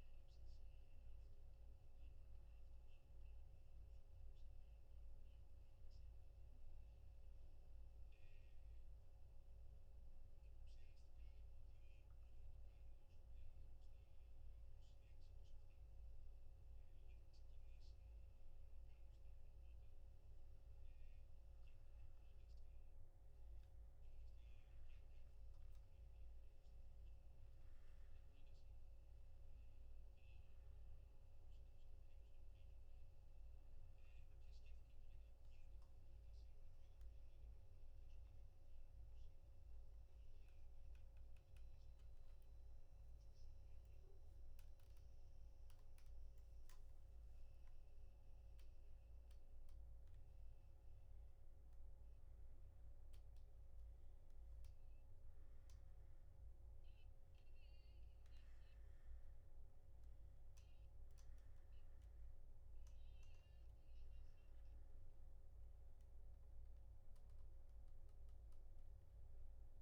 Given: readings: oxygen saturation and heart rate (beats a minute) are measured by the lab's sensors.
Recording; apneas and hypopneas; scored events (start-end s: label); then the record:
breathing in sleep, hard to hear, by a room microphone; 2
9.00-19.50 s: obstructive apnea (oxygen 95% before, 93% lowest, heart rate 63 before, 62 extreme, up 1 after)
38.50-51.00 s: obstructive apnea (oxygen 95% before, 93% lowest, heart rate 63 before, 63 extreme, up 1 after)
From the record:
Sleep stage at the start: N3 (deep sleep); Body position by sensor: on the back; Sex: male